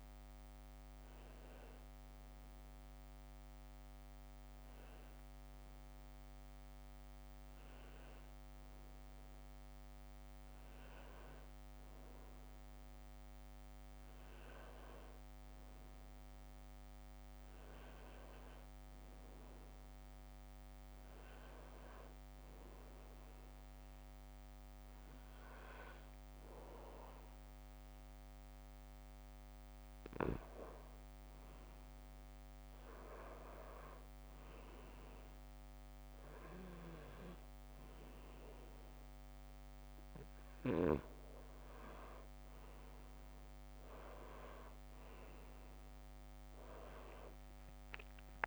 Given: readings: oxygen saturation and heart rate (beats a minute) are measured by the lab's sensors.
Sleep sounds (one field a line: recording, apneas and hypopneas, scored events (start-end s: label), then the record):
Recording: breathing in sleep by a microphone on the trachea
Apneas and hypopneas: 1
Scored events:
0.00-13.50 s: oxygen desaturation (device-marked, oxygen 91% lowest, heart rate 79 extreme)
15.50-18.50 s: arousal
21.00-31.50 s: hypopnea (oxygen 96% before, 90% lowest, heart rate 83 before, 79 extreme, up 0 after)
33.00-36.50 s: arousal
38.50-48.47 s: oxygen desaturation (device-marked, oxygen 94% before, 90% lowest, heart rate 80 before, 80 extreme)
From the record:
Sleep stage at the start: N2 (light sleep)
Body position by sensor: on the back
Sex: male